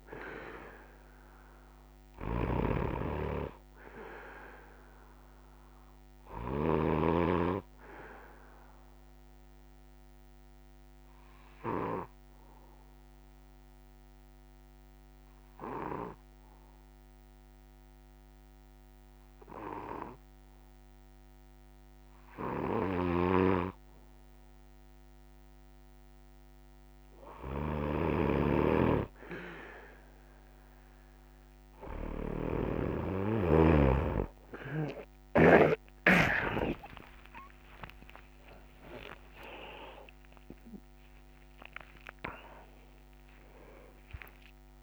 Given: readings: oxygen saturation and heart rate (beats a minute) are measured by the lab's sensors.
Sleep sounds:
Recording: breathing in sleep by a microphone on the trachea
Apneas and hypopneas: 1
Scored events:
0.00-6.50 s: snoring (device-marked)
0.50-28.50 s: oxygen desaturation (device-marked, oxygen 97% before, 91% lowest, heart rate 115 before, 44 extreme)
8.00-22.00 s: obstructive apnea (oxygen 97% before, 91% lowest, heart rate 101 before, 44 extreme, up 38 after)
22.50-35.00 s: snoring (device-marked)
42.50-44.83 s: new sleep stage, N2 (light sleep)
From the record:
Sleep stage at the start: N1 (lightest sleep)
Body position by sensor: on the back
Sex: male

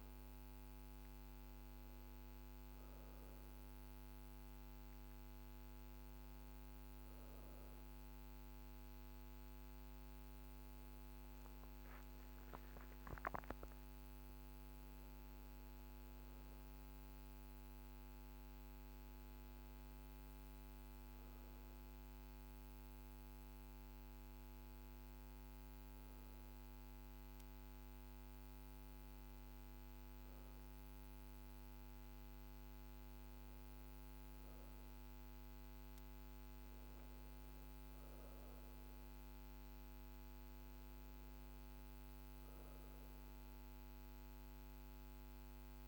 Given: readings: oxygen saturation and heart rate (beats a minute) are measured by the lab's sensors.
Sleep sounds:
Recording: breathing in sleep, hard to hear, by a microphone on the trachea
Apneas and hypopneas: none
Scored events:
none scored
From the record:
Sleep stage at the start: N2 (light sleep)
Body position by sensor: on the back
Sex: female

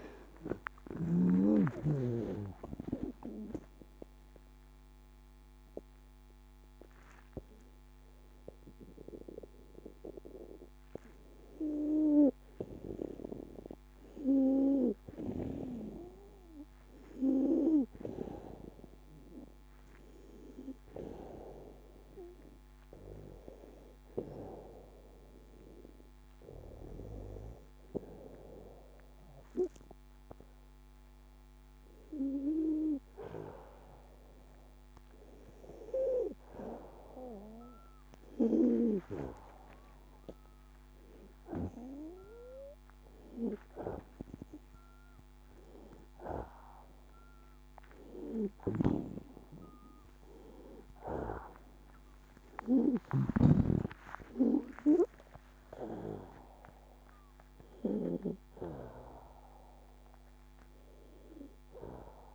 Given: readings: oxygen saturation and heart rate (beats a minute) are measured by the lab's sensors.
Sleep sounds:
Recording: a person partly awake in a sleep study, by a microphone on the trachea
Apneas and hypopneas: 1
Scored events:
17.50-62.35 s: new sleep stage, N2 (light sleep)
20.00-31.50 s: hypopnea (oxygen 95% before, 92% lowest, heart rate 84 before, 66 extreme, up 32 after)
39.50-43.50 s: arousal
50.00-53.50 s: arousal
From the record:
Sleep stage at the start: awake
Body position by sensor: on the back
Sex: female

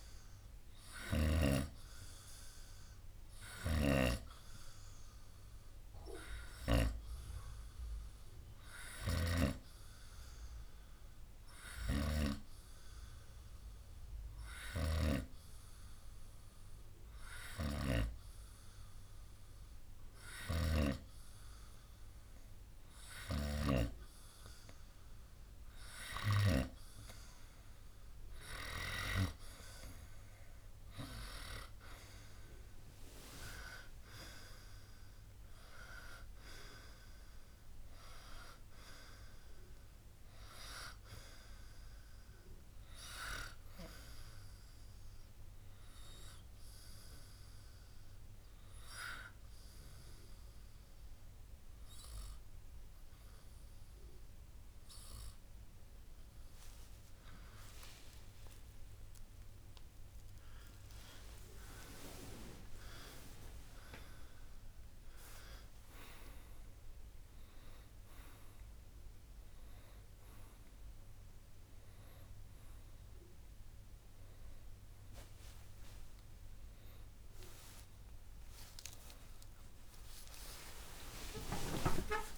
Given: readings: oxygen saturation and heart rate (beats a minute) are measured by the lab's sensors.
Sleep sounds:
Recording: a person partly awake in a sleep study, by a room microphone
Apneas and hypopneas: 2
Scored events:
0.00-20.00 s: oxygen desaturation (device-marked, oxygen 91% lowest, heart rate 62 extreme)
2.00-25.00 s: obstructive apnea (oxygen 97% before, 91% lowest, heart rate 64 before, 62 extreme, up 6 after)
3.50-9.50 s: snoring (device-marked)
11.50-15.00 s: snoring (device-marked)
28.50-32.50 s: arousal
44.00-57.00 s: obstructive apnea (oxygen 95% before, 92% lowest, heart rate 67 before, 60 extreme, up 43 after)
55.00-82.38 s: new sleep stage, awake
From the record:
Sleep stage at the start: N2 (light sleep)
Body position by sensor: on the right side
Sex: male

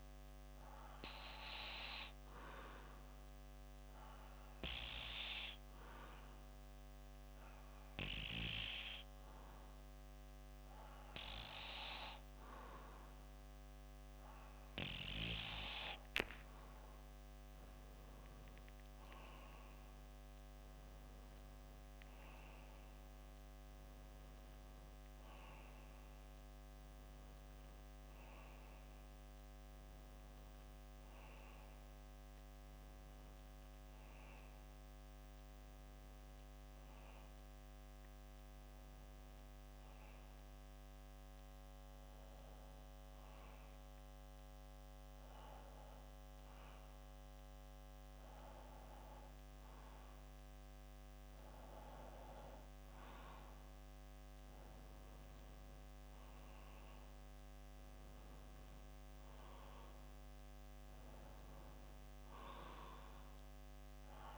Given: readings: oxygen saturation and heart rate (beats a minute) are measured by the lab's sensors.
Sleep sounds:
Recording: breathing in sleep by a microphone on the trachea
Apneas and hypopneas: 2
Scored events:
1.00-12.00 s: obstructive apnea (oxygen 95% before, 92% lowest, heart rate 60 before, 60 extreme, up 13 after)
16.00-18.00 s: long interval between heartbeats (device-marked, heart rate 61 before, 71 extreme)
16.50-20.00 s: arousal
39.00-55.00 s: hypopnea (oxygen 93% before, 93% lowest, heart rate 66 before, 59 extreme, up 3 after)
57.00-60.50 s: arousal
From the record:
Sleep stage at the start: N2 (light sleep)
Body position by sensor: on the back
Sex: male

